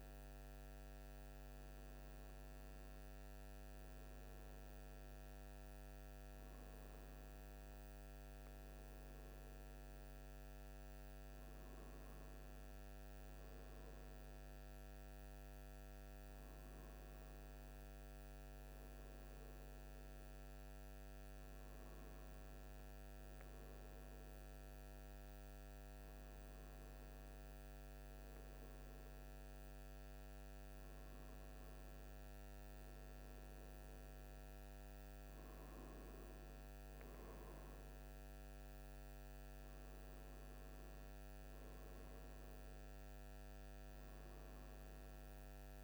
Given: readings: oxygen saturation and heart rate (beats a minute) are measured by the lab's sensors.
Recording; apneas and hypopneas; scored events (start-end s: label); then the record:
a person awake in a sleep study, hard to hear, by a microphone on the trachea; none
none scored
From the record:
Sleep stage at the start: awake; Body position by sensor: on the right side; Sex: male